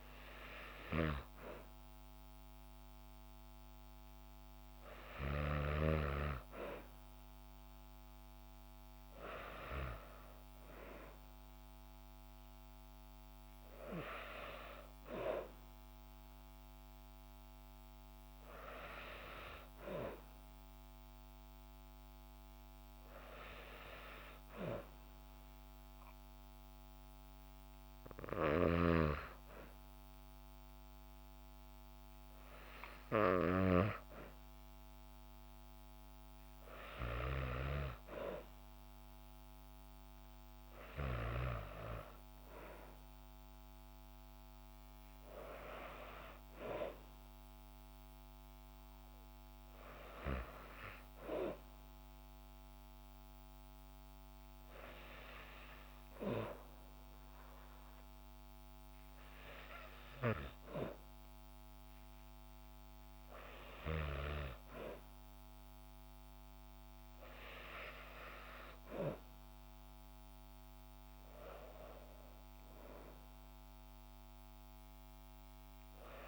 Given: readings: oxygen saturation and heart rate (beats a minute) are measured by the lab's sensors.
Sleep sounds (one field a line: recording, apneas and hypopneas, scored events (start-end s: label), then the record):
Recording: breathing in sleep by a microphone on the trachea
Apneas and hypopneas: 1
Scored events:
22.50-34.50 s: hypopnea (oxygen 96% before, 93% lowest, heart rate 62 before, 58 extreme, up 0 after)
36.00-39.50 s: arousal
39.00-59.00 s: oxygen desaturation (device-marked, oxygen 96% before, 93% lowest, heart rate 61 before, 56 extreme)
From the record:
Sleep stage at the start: N2 (light sleep)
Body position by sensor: on the back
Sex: female